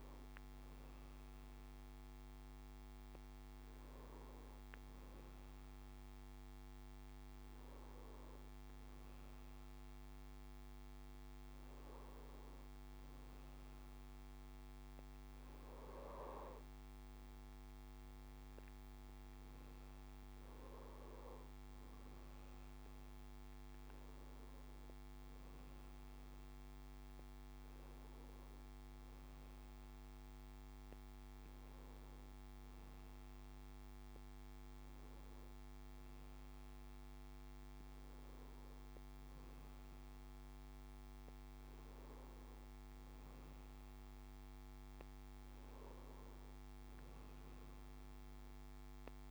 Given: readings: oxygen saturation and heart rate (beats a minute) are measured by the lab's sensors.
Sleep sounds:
breathing in sleep, hard to hear, by a microphone on the trachea; none
none scored
From the record:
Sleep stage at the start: N2 (light sleep); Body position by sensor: on the right side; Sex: male

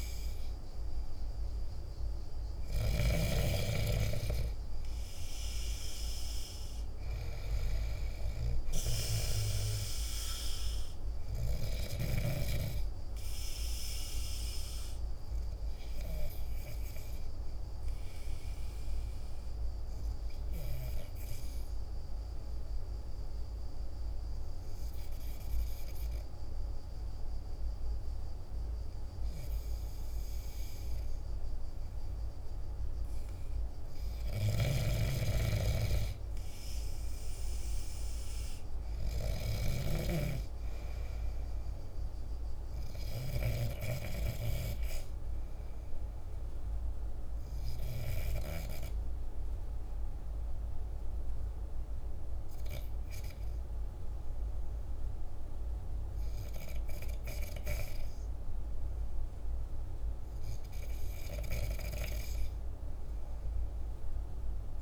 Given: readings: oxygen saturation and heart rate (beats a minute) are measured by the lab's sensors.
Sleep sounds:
breathing in sleep by a room microphone; 2
0.00-3.50 s: arousal
15.50-30.00 s: hypopnea (oxygen 97% before, 94% lowest, heart rate 54 before, 49 extreme, up 4 after)
32.50-36.00 s: arousal
34.00-40.00 s: snoring (device-marked)
47.00-59.00 s: hypopnea (oxygen 98% before, 94% lowest, heart rate 52 before, 49 extreme, up 3 after)
61.50-64.81 s: arousal
From the record:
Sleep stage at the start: N2 (light sleep); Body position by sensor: on the back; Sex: male

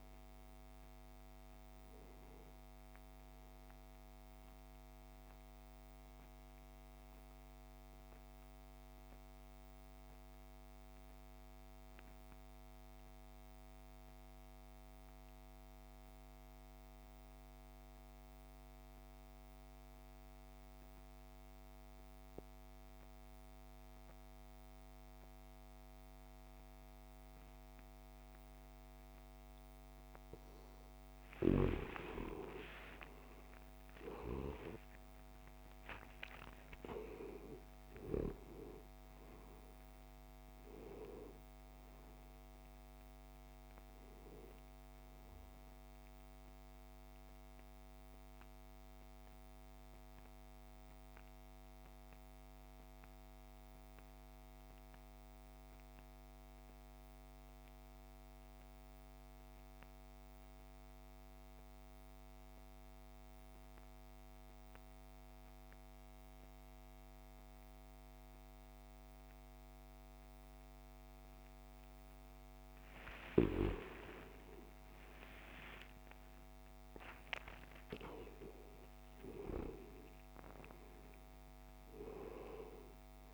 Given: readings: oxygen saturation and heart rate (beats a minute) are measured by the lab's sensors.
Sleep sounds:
breathing in sleep by a microphone on the trachea; 2
0.00-1.50 s: arousal
4.50-31.50 s: mixed apnea (oxygen 100% before, 86% lowest)
23.00-58.00 s: oxygen desaturation (device-marked, oxygen 99% before, 86% lowest)
32.50-37.00 s: arousal
47.50-72.00 s: mixed apnea (oxygen 99% before, 82% lowest)
70.00-83.33 s: oxygen desaturation (device-marked, oxygen 99% before, 85% lowest)
74.00-78.50 s: arousal
From the record:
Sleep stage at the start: N2 (light sleep); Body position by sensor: on the back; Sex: male

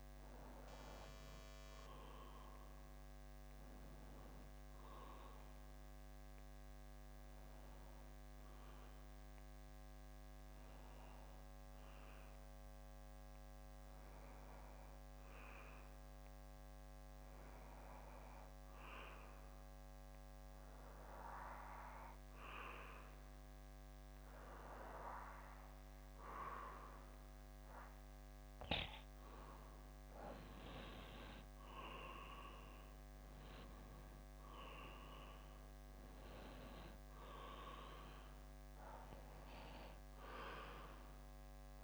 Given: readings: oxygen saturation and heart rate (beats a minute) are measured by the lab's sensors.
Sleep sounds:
breathing in sleep by a microphone on the trachea; 1
5.50-28.00 s: obstructive apnea (oxygen 94% before, 93% lowest, heart rate 63 before, 60 extreme, up 4 after)
31.00-35.00 s: arousal
From the record:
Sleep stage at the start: N2 (light sleep); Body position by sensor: on the back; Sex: male

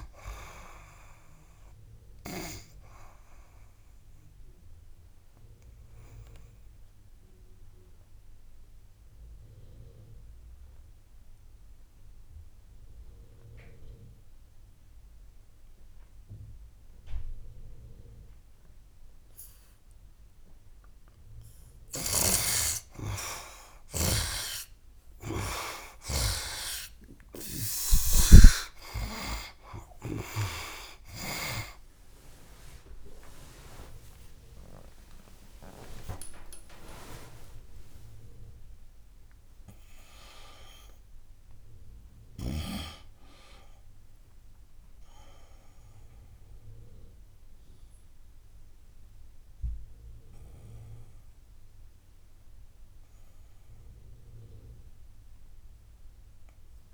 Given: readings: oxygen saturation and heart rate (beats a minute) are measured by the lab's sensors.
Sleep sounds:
a person awake in a sleep study, by a room microphone; 1
0.00-25.00 s: oxygen desaturation (device-marked, oxygen 71% lowest, heart rate 65 extreme)
4.00-21.00 s: obstructive apnea (heart rate 79 before, 65 extreme, up 15 after)
17.00-56.94 s: new sleep stage, awake
21.50-29.00 s: snoring (device-marked)
32.00-39.00 s: tachycardia (device-marked, heart rate 74 before, 109 extreme)
36.00-38.00 s: long interval between heartbeats (device-marked, heart rate 76 before, 109 extreme)
From the record:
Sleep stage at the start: N2 (light sleep); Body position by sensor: on the right side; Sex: male

